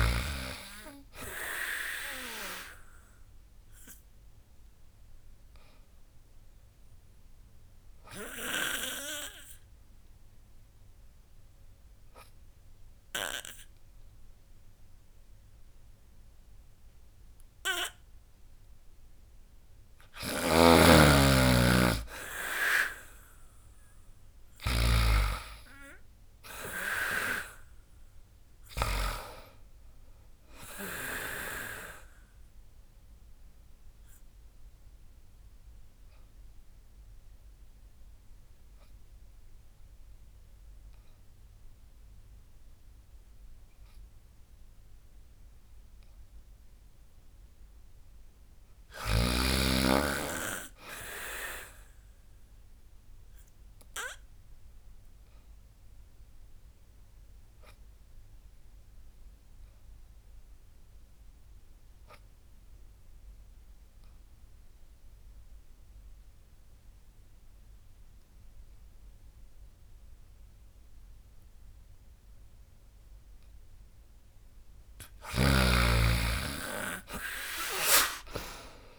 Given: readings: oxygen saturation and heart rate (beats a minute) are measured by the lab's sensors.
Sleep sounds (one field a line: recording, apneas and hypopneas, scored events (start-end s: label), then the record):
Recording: breathing in sleep by a room microphone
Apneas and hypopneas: 3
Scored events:
0.00-7.50 s: drop in pulse transit time (device-marked, heart rate 76 extreme)
2.50-18.50 s: obstructive apnea (oxygen 98% before, 93% lowest, heart rate 78 before, 66 extreme, up 18 after)
19.50-28.50 s: snoring (device-marked)
22.50-35.50 s: drop in pulse transit time (device-marked, heart rate 74 before, 76 extreme)
23.50-33.50 s: oxygen desaturation (device-marked, oxygen 98% before, 93% lowest, heart rate 75 before, 67 extreme)
24.50-28.50 s: arousal
32.00-45.50 s: obstructive apnea (oxygen 98% before, 90% lowest, heart rate 79 before, 67 extreme, up 9 after)
47.00-50.00 s: arousal
53.50-66.50 s: oxygen desaturation (device-marked, oxygen 99% before, 95% lowest, heart rate 72 before, 67 extreme)
54.00-73.50 s: obstructive apnea (oxygen 99% before, 90% lowest, heart rate 72 before, 67 extreme, up 18 after)
68.50-78.99 s: oxygen desaturation (device-marked, oxygen 98% before, 90% lowest, heart rate 73 before, 67 extreme)
77.50-78.99 s: drop in pulse transit time (device-marked, heart rate 75 before, 69 extreme)
From the record:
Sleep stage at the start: N2 (light sleep)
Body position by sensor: on the back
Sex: female